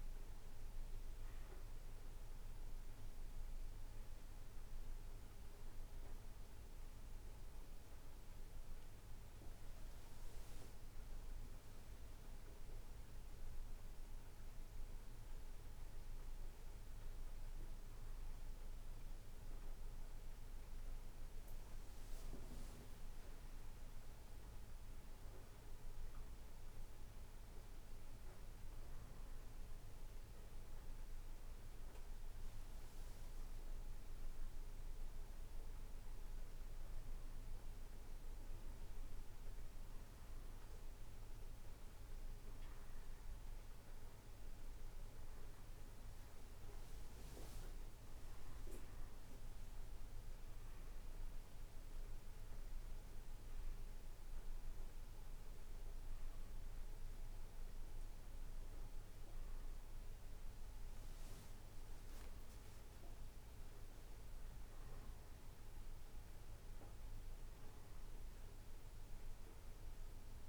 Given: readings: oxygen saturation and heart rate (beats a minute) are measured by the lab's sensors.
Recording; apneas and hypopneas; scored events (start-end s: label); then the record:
breathing in sleep, hard to hear, by a room microphone; none
none scored
From the record:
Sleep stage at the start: N2 (light sleep); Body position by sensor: on the right side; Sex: male